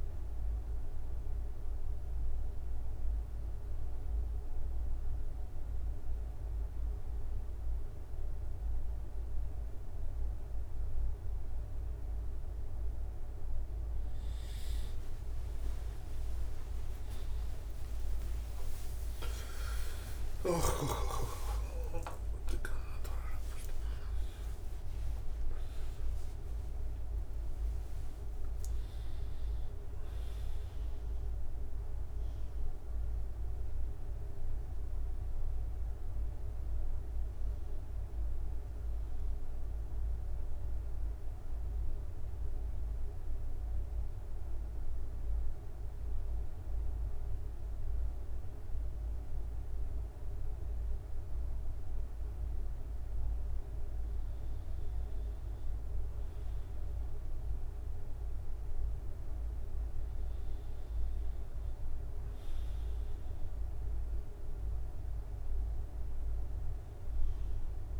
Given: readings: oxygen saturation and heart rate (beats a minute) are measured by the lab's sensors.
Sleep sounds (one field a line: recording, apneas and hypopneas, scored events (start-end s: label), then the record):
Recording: a person awake in a sleep study, hard to hear, by a room microphone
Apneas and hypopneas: 1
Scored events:
15.00-25.00 s: tachycardia (device-marked, heart rate 77 before, 165 extreme)
16.50-18.50 s: long interval between heartbeats (device-marked, heart rate 79 before, 88 extreme)
19.00-21.00 s: long interval between heartbeats (device-marked, heart rate 81 before, 114 extreme)
21.00-23.00 s: long interval between heartbeats (device-marked, heart rate 84 before, 147 extreme)
21.00-34.00 s: drop in pulse transit time (device-marked, heart rate 84 before, 84 extreme)
23.00-25.00 s: long interval between heartbeats (device-marked, heart rate 91 before, 153 extreme)
32.00-53.00 s: central apnea (oxygen 96% before, 93% lowest, heart rate 111 before, 69 extreme, up 4 after)
56.00-68.00 s: oxygen desaturation (device-marked, oxygen 98% before, 93% lowest, heart rate 71 before, 74 extreme)
From the record:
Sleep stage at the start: awake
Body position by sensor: on the right side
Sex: male